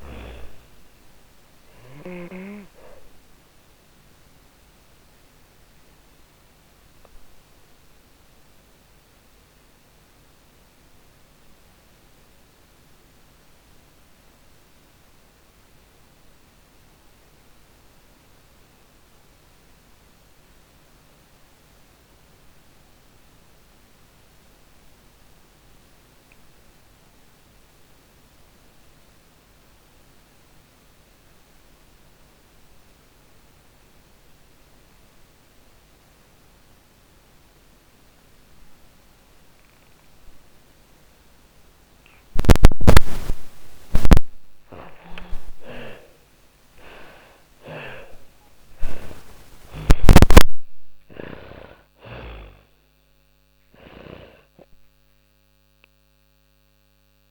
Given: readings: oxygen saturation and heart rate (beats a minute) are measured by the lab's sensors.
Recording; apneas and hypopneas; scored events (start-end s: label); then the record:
breathing in sleep by a microphone on the trachea; 1
0.00-23.50 s: oxygen desaturation (device-marked, oxygen 75% lowest, heart rate 43 extreme)
2.50-40.50 s: obstructive apnea (oxygen 97% before, 75% lowest, heart rate 75 before, 43 extreme, up 40 after)
29.50-57.31 s: oxygen desaturation (device-marked, oxygen 98% before, 75% lowest, heart rate 58 before, 42 extreme)
43.00-47.00 s: arousal
52.50-57.31 s: arousal
From the record:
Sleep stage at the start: N2 (light sleep); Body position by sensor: on the back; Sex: female